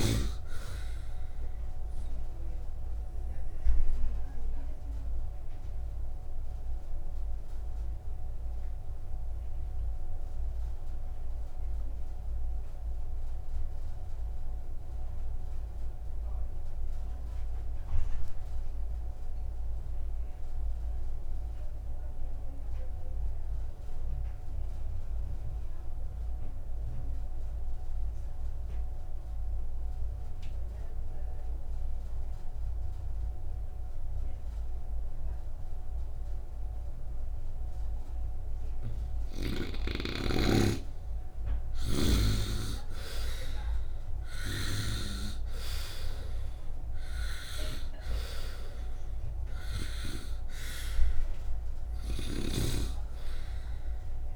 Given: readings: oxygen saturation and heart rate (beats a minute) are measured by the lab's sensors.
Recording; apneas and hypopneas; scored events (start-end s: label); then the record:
breathing in sleep by a room microphone; 1
0.00-24.50 s: oxygen desaturation (device-marked, oxygen 75% lowest, heart rate 54 extreme)
3.50-38.50 s: obstructive apnea (oxygen 98% before, 70% lowest, heart rate 60 before, 54 extreme, up 5 after)
31.50-54.36 s: oxygen desaturation (device-marked, oxygen 97% before, 70% lowest, heart rate 68 before, 54 extreme)
40.50-42.50 s: long interval between heartbeats (device-marked, heart rate 62 before, 56 extreme)
40.50-45.50 s: arousal
From the record:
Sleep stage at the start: N2 (light sleep); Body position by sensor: upright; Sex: male